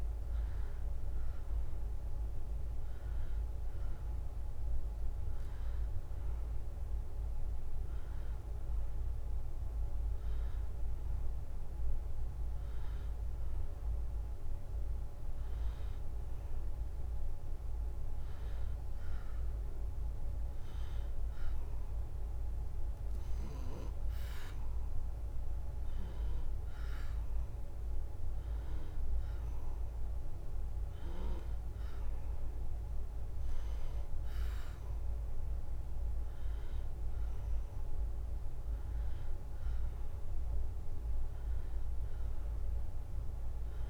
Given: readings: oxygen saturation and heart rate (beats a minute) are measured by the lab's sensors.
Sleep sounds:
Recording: breathing in sleep, hard to hear, by a room microphone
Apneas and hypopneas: 1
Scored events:
1.50-15.50 s: hypopnea (oxygen 93% before, 92% lowest, heart rate 76 before, 74 extreme, up 1 after)
17.50-21.50 s: arousal
From the record:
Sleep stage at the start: N2 (light sleep)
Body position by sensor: on the right side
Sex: male

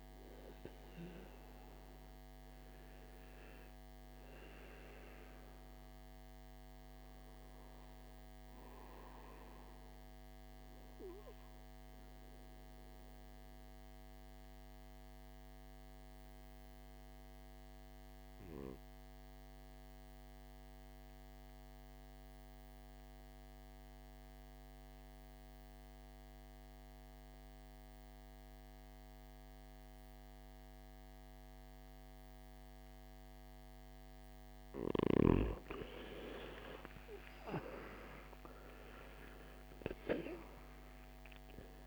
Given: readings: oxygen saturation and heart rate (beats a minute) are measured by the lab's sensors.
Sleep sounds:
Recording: breathing in sleep by a microphone on the trachea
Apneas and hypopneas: 1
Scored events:
0.00-19.50 s: oxygen desaturation (device-marked, oxygen 91% lowest, heart rate 54 extreme)
11.50-34.50 s: obstructive apnea (oxygen 98% before, 89% lowest, heart rate 62 before, 54 extreme, up 17 after)
34.50-41.50 s: oxygen desaturation (device-marked, oxygen 98% before, 94% lowest, heart rate 56 before, 53 extreme)
36.00-40.50 s: arousal
From the record:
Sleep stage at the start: N2 (light sleep)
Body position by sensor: on the right side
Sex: male

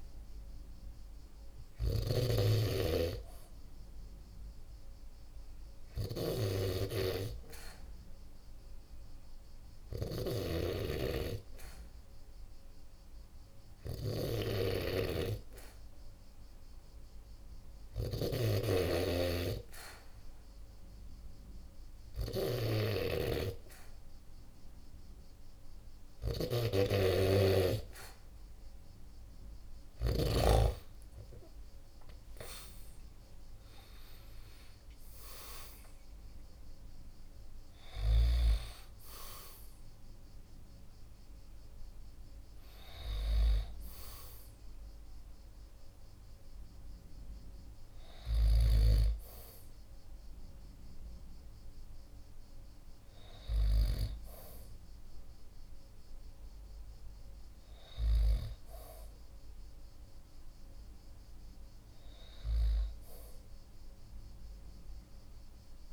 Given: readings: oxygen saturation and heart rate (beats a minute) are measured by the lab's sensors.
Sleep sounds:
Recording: breathing in sleep by a room microphone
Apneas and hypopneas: 1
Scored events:
0.00-6.00 s: snoring (device-marked)
5.50-27.50 s: hypopnea (oxygen 95% before, 94% lowest, heart rate 50 before, 47 extreme, up 5 after)
13.50-18.00 s: snoring (device-marked)
30.50-35.00 s: arousal
From the record:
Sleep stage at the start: N2 (light sleep)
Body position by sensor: on the right side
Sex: male

